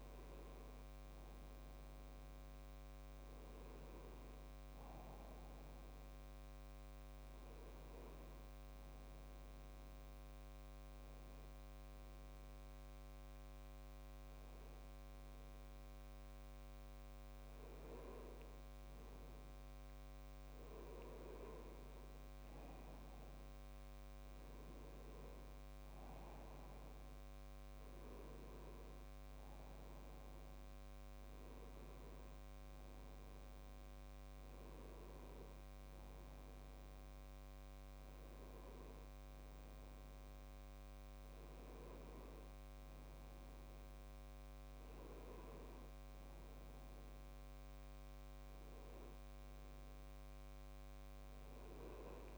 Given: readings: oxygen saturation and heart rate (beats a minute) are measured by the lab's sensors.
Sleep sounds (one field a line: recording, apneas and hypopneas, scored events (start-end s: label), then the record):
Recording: breathing in sleep, hard to hear, by a microphone on the trachea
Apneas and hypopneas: 1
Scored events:
9.00-20.00 s: hypopnea (oxygen 96% before, 95% lowest, heart rate 71 before, 67 extreme, up 5 after)
23.00-27.50 s: arousal
33.50-52.38 s: new sleep stage, N2 (light sleep)
From the record:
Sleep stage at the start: N1 (lightest sleep)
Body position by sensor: on the back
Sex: male